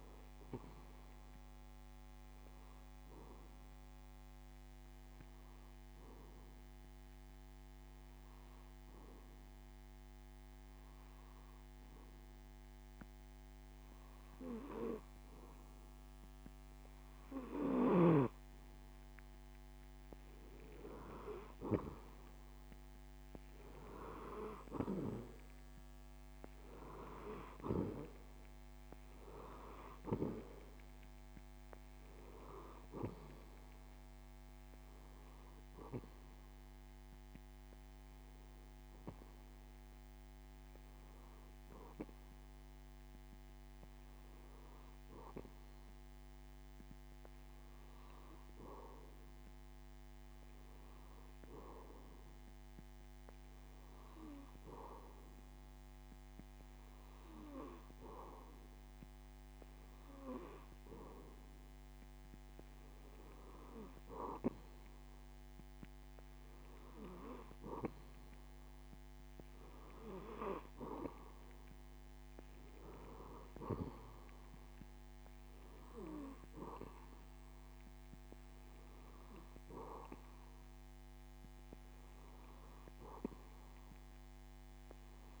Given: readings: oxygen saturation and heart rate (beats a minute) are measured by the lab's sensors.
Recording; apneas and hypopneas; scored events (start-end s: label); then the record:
breathing in sleep by a microphone on the trachea; 2
0.00-1.00 s: oxygen desaturation (device-marked, oxygen 92% lowest)
5.00-19.00 s: obstructive apnea (oxygen 96% before, 92% lowest)
21.50-25.00 s: arousal
40.50-60.00 s: hypopnea (oxygen 96% before, 91% lowest)
From the record:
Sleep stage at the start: N2 (light sleep); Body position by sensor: on the back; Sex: male